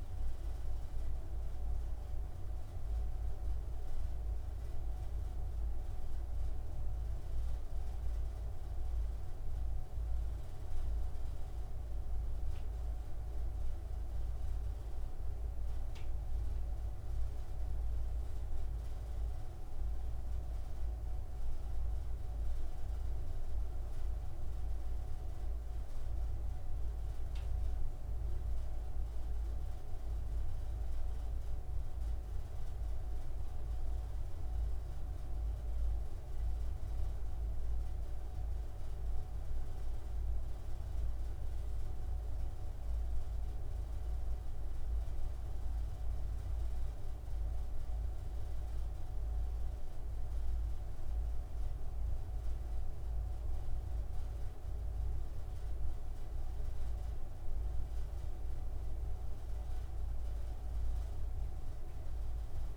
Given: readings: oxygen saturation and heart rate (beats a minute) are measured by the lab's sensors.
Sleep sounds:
breathing in sleep, hard to hear, by a room microphone; none
none scored
From the record:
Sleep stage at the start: N1 (lightest sleep); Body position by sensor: on the front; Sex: male

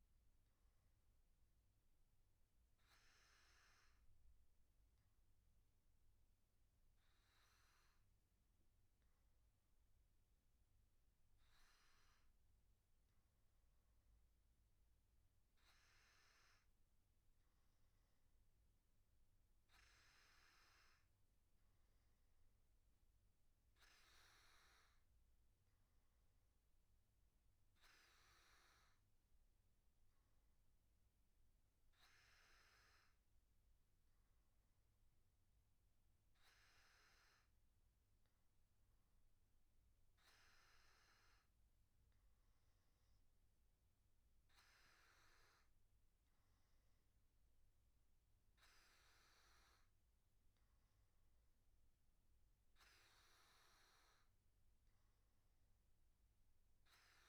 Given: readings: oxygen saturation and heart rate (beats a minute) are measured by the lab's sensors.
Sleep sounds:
breathing in sleep, hard to hear, by a room microphone; none
none scored
From the record:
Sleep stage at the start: N1 (lightest sleep); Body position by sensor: on the back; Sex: male

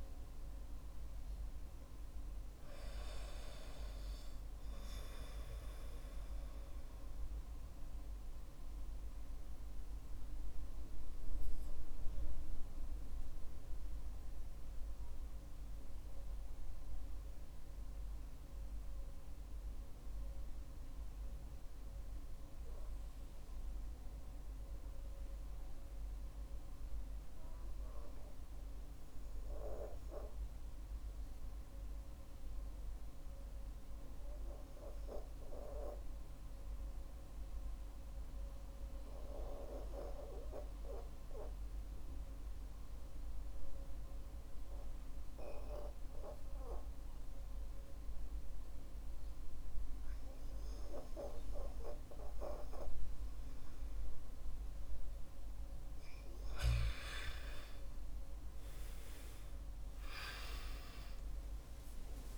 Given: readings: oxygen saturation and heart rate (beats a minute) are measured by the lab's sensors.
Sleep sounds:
breathing in sleep by a room microphone; 1
13.50-53.50 s: hypopnea (oxygen 94% before, 88% lowest, heart rate 63 before, 45 extreme, up 22 after)
45.50-62.38 s: oxygen desaturation (device-marked, oxygen 98% before, 89% lowest, heart rate 51 before, 52 extreme)
From the record:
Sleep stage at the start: N2 (light sleep); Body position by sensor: on the back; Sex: male

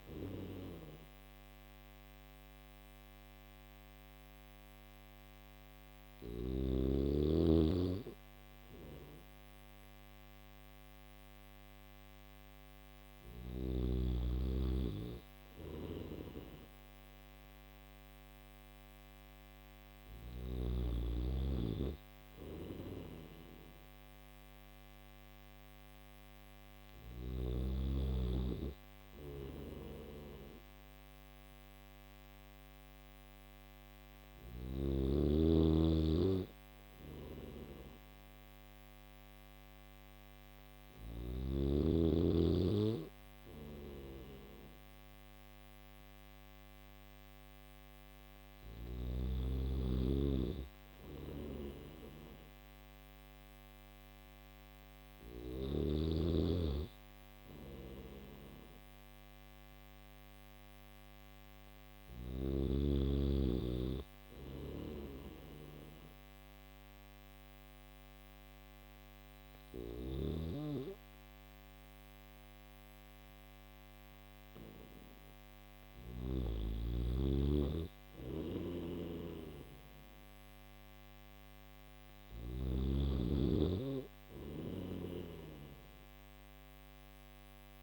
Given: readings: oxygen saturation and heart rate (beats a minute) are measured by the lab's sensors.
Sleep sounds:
breathing in sleep by a microphone on the trachea; none
15.00-20.00 s: snoring (device-marked)
22.00-27.00 s: snoring (device-marked)
50.50-55.00 s: snoring (device-marked)
64.00-69.50 s: snoring (device-marked)
78.00-82.00 s: snoring (device-marked)
From the record:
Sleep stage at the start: N3 (deep sleep); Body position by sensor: on the back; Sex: male

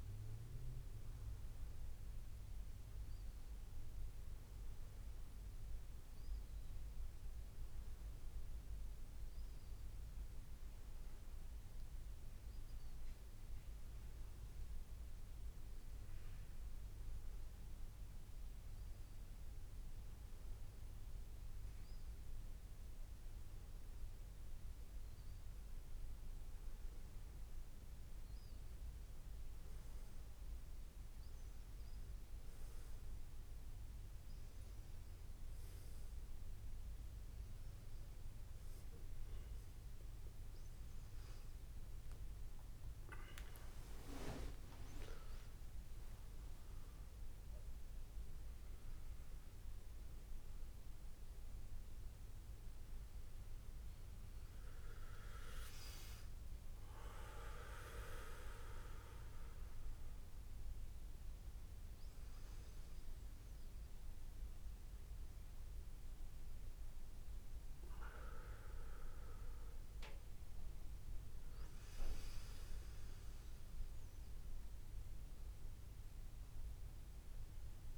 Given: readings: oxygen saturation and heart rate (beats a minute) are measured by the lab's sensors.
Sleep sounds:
breathing in sleep by a room microphone; none
10.00-77.97 s: new sleep stage, N2 (light sleep)
40.00-44.00 s: arousal
From the record:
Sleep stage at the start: N1 (lightest sleep); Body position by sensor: on the back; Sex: male

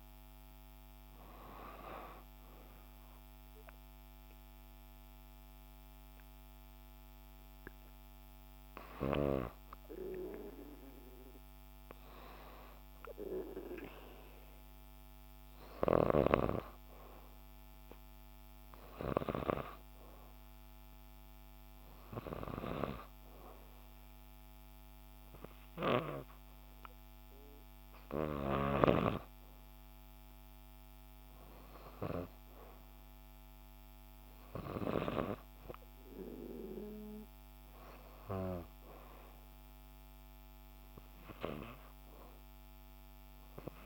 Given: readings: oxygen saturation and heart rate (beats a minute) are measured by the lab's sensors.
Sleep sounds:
breathing in sleep by a microphone on the trachea; none
none scored
From the record:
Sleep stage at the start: N2 (light sleep); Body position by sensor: on the right side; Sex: female

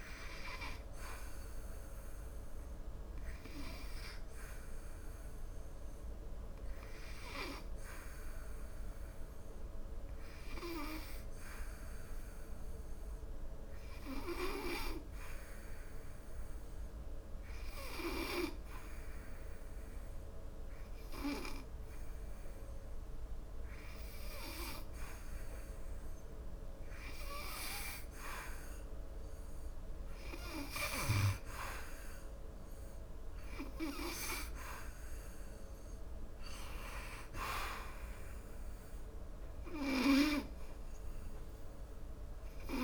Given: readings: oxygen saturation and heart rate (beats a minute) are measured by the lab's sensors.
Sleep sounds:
breathing in sleep by a room microphone; 1
0.00-13.50 s: oxygen desaturation (device-marked, oxygen 76% lowest, heart rate 61 extreme)
0.50-25.50 s: hypopnea (oxygen 94% before, 76% lowest, heart rate 84 before, 70 extreme, up 6 after)
27.50-31.00 s: arousal
29.50-42.84 s: oxygen desaturation (device-marked, oxygen 97% before, 89% lowest, heart rate 73 before, 73 extreme)
From the record:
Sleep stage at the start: N2 (light sleep); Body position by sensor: on the back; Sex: male

